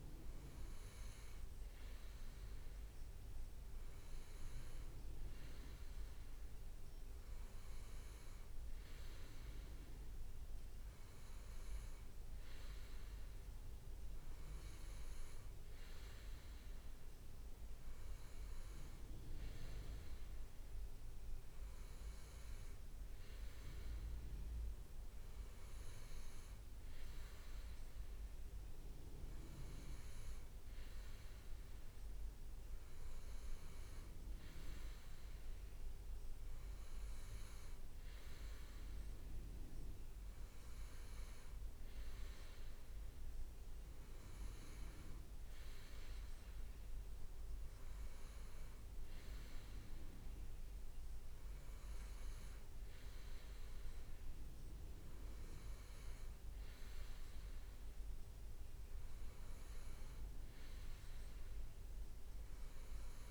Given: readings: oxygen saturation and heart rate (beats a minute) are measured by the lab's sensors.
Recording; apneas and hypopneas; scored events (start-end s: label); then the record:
breathing in sleep, hard to hear, by a room microphone; none
44.50-49.00 s: leg movement (device-marked)
From the record:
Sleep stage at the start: N2 (light sleep); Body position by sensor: on the right side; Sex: male